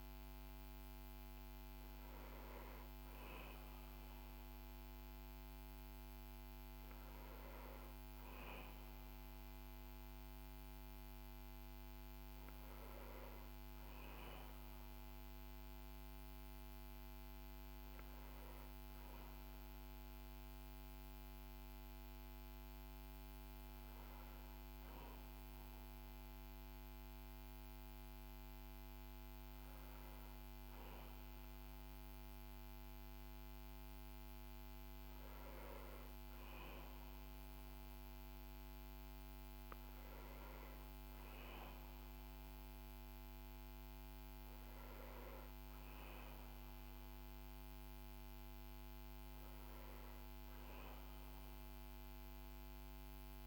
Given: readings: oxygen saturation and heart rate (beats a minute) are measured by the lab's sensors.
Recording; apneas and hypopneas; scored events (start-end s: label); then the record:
a person partly awake in a sleep study, hard to hear, by a microphone on the trachea; none
6.50-53.46 s: new sleep stage, N1 (lightest sleep)
From the record:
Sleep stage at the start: awake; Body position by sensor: on the back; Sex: male